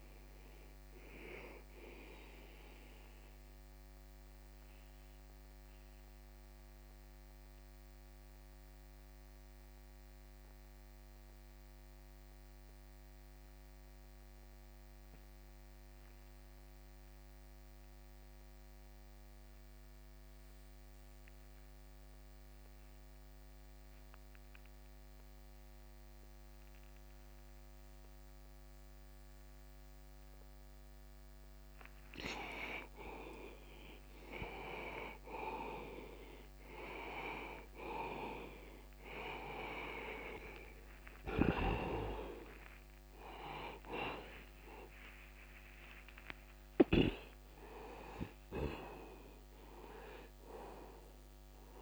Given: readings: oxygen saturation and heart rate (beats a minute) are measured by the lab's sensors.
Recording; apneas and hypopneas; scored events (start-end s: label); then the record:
breathing in sleep by a microphone on the trachea; 1
0.00-1.00 s: arousal
0.00-8.00 s: oxygen desaturation (device-marked, oxygen 84% lowest, heart rate 27 extreme)
3.00-32.50 s: mixed apnea (oxygen 96% before, 83% lowest, heart rate 56 before, 33 extreme, up 17 after)
30.00-51.82 s: oxygen desaturation (device-marked, oxygen 97% before, 83% lowest, heart rate 46 before, 30 extreme)
41.50-46.50 s: arousal
From the record:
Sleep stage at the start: N2 (light sleep); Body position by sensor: on the back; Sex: male